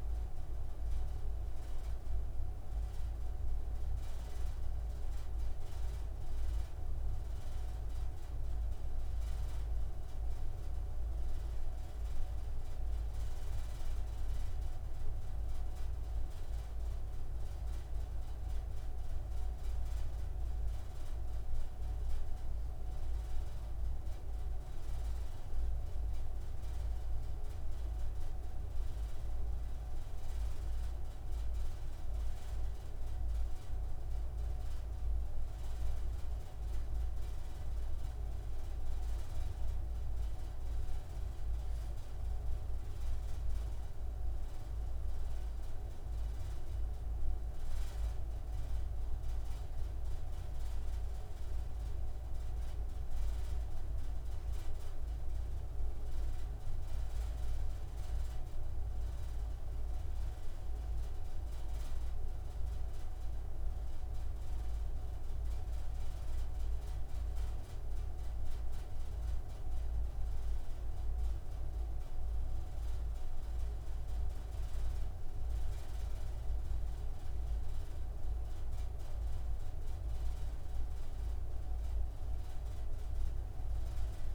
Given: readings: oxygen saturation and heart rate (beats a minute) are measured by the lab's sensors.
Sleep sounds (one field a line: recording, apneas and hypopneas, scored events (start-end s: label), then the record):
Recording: breathing in sleep, hard to hear, by a room microphone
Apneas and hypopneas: none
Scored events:
none scored
From the record:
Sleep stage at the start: N3 (deep sleep)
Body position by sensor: on the right side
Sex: male